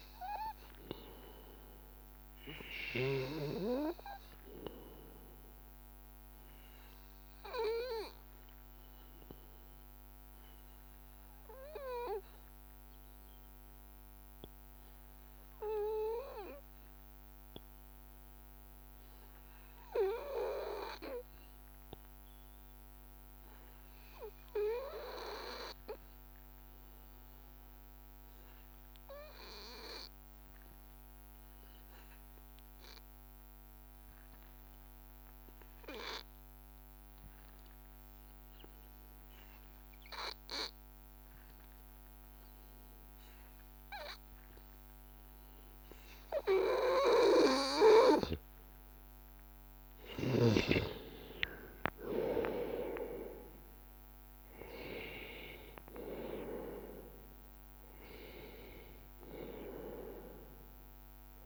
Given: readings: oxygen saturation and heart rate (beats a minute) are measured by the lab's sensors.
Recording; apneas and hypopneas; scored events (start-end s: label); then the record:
breathing in sleep by a microphone on the trachea; 1
0.00-26.50 s: oxygen desaturation (device-marked, oxygen 94% lowest, heart rate 83 extreme)
8.50-47.50 s: hypopnea (oxygen 99% before, 91% lowest, heart rate 84 before, 82 extreme, up 3 after)
45.50-61.46 s: oxygen desaturation (device-marked, oxygen 98% before, 91% lowest, heart rate 83 before, 82 extreme)
50.00-54.50 s: arousal
57.00-59.00 s: long interval between heartbeats (device-marked, heart rate 84 before, 87 extreme)
From the record:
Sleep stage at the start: N2 (light sleep); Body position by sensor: on the back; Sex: male